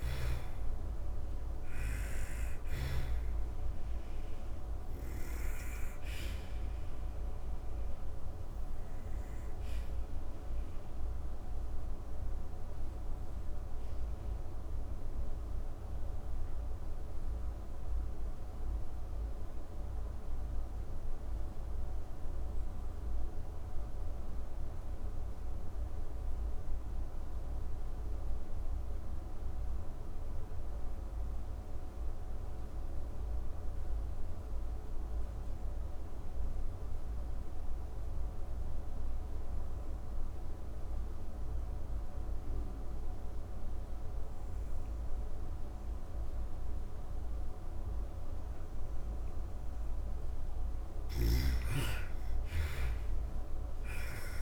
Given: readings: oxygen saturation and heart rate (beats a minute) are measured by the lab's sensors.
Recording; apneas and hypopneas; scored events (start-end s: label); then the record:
breathing in sleep, hard to hear, by a room microphone; 1
0.00-22.00 s: oxygen desaturation (device-marked, oxygen 87% lowest)
6.00-49.50 s: obstructive apnea (oxygen 99% before, 78% lowest)
36.00-54.42 s: oxygen desaturation (device-marked, oxygen 99% before, 78% lowest)
49.50-54.00 s: snoring (device-marked)
50.50-54.42 s: arousal
From the record:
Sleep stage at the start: N2 (light sleep); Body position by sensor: on the back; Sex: female